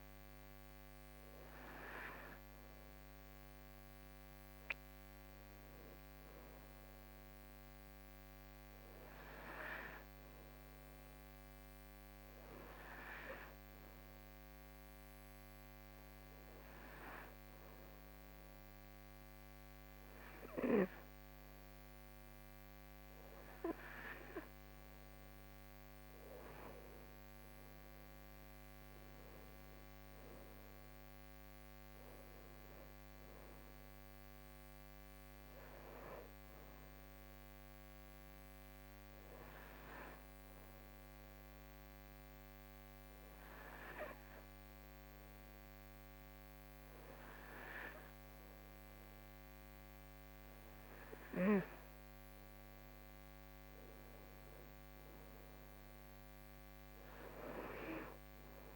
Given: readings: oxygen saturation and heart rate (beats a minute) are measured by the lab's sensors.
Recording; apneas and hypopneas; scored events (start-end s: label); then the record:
breathing in sleep by a microphone on the trachea; 2
14.00-26.50 s: hypopnea (oxygen 94% before, 92% lowest, heart rate 79 before, 75 extreme, up 9 after)
28.50-32.50 s: arousal
39.00-50.00 s: hypopnea (oxygen 94% before, 92% lowest, heart rate 82 before, 76 extreme, up 6 after)
53.00-57.00 s: arousal
From the record:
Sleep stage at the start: N2 (light sleep); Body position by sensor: on the right side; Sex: female